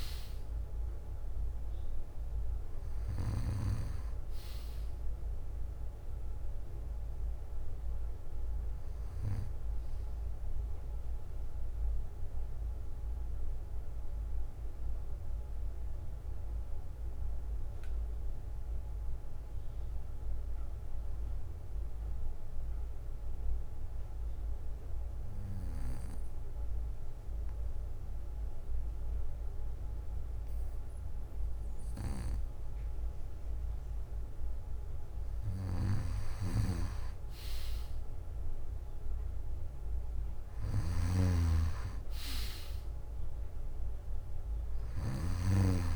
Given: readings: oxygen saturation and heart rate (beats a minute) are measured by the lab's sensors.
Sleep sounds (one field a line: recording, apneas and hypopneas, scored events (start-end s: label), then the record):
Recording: breathing in sleep by a room microphone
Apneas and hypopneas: 1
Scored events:
1.00-3.00 s: bradycardia (device-marked, heart rate 60 before, 61 extreme)
6.00-11.00 s: bradycardia (device-marked, heart rate 60 before, 58 extreme)
12.00-15.00 s: bradycardia (device-marked, heart rate 60 before, 57 extreme)
16.00-19.00 s: bradycardia (device-marked, heart rate 60 before, 58 extreme)
16.00-34.50 s: obstructive apnea (oxygen 98% before, 94% lowest, heart rate 60 before, 55 extreme, up 6 after)
24.00-35.00 s: bradycardia (device-marked, heart rate 60 before, 55 extreme)
35.50-38.00 s: arousal
37.00-39.00 s: bradycardia (device-marked, heart rate 60 before, 58 extreme)
42.00-44.00 s: bradycardia (device-marked, heart rate 60 before, 60 extreme)
From the record:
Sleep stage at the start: N2 (light sleep)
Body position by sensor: on the back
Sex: male